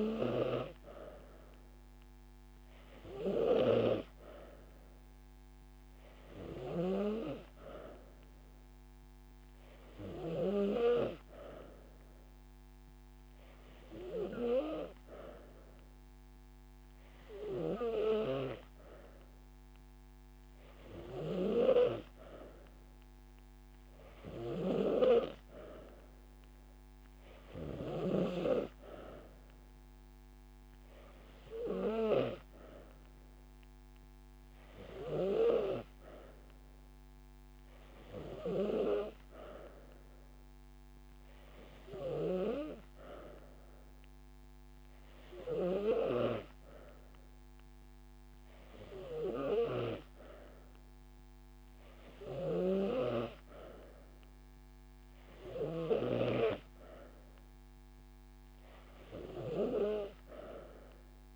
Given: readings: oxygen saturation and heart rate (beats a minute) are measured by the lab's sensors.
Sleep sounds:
breathing in sleep by a microphone on the trachea; none
none scored
From the record:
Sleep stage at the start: N2 (light sleep); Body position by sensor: on the back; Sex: female

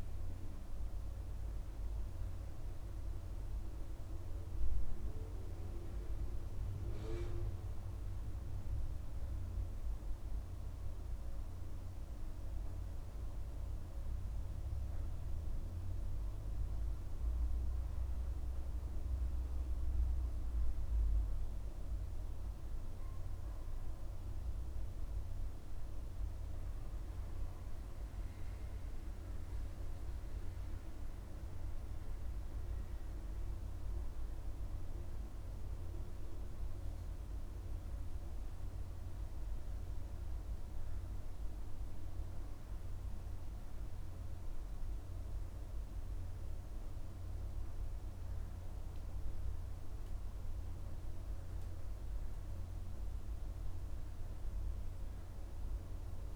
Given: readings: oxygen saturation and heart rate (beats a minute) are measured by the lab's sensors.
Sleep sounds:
breathing in sleep, hard to hear, by a room microphone; none
none scored
From the record:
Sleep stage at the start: N2 (light sleep); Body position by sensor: on the back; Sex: male

